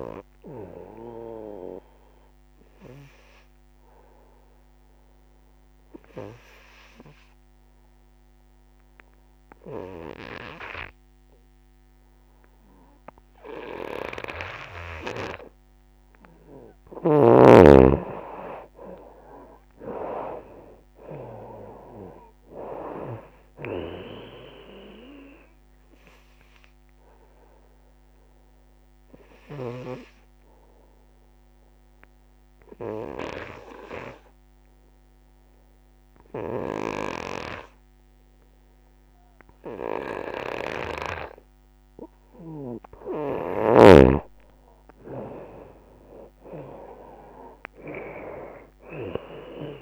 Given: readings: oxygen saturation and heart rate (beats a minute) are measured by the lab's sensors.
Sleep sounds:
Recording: breathing in sleep by a microphone on the trachea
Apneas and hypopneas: 2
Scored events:
0.00-5.50 s: drop in pulse transit time (device-marked, heart rate 69 extreme)
0.00-15.50 s: oxygen desaturation (device-marked, oxygen 85% lowest, heart rate 62 extreme)
2.50-16.00 s: obstructive apnea (oxygen 94% before, 84% lowest, heart rate 79 before, 65 extreme, up 29 after)
17.50-39.50 s: oxygen desaturation (device-marked, oxygen 95% before, 84% lowest, heart rate 75 before, 66 extreme)
18.50-30.50 s: drop in pulse transit time (device-marked, heart rate 74 before, 73 extreme)
19.00-23.00 s: arousal
28.50-41.50 s: obstructive apnea (oxygen 95% before, 84% lowest, heart rate 78 before, 66 extreme, up 15 after)
43.50-47.00 s: arousal
43.50-49.82 s: drop in pulse transit time (device-marked, heart rate 78 before, 76 extreme)
45.50-49.82 s: oxygen desaturation (device-marked, oxygen 95% before, 85% lowest, heart rate 76 before, 66 extreme)
From the record:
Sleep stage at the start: N2 (light sleep)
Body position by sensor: on the right side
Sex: female

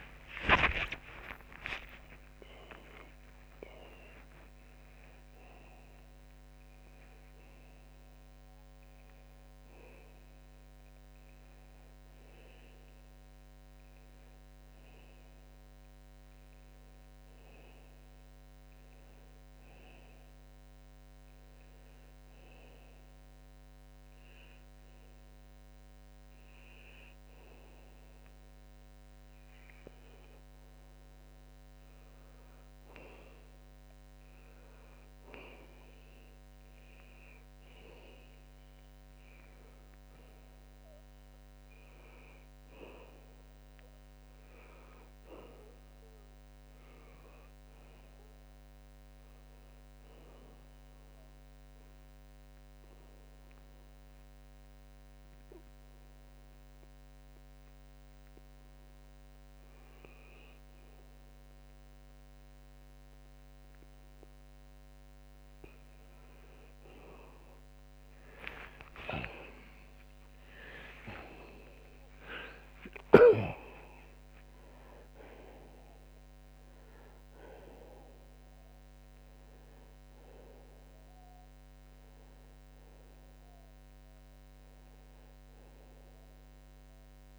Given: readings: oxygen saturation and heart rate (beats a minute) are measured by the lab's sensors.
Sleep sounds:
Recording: breathing in sleep by a microphone on the trachea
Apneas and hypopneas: 2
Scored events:
0.00-4.00 s: arousal
19.50-30.50 s: obstructive apnea (oxygen 94% before, 83% lowest, heart rate 113 before, 73 extreme, up 3 after)
26.00-45.00 s: oxygen desaturation (device-marked, oxygen 93% before, 83% lowest, heart rate 89 before, 67 extreme)
28.00-87.39 s: new sleep stage, N2 (light sleep)
32.50-38.00 s: arousal
52.50-65.00 s: obstructive apnea (oxygen 95% before, 80% lowest)
55.00-78.00 s: oxygen desaturation (device-marked, oxygen 95% before, 83% lowest)
68.50-73.50 s: arousal
From the record:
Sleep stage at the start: N1 (lightest sleep)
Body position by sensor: on the left side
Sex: male

